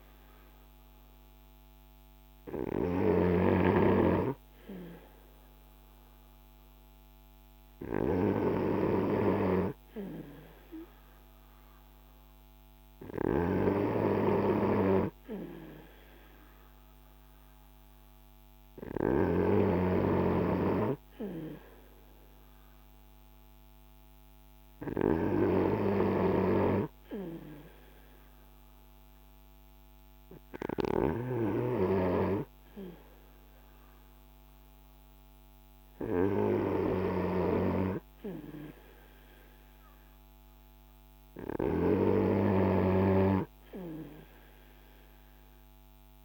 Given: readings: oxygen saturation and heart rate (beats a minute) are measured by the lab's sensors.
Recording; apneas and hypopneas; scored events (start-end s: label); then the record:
breathing in sleep by a microphone on the trachea; none
none scored
From the record:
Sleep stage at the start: N2 (light sleep); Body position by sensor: on the front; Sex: male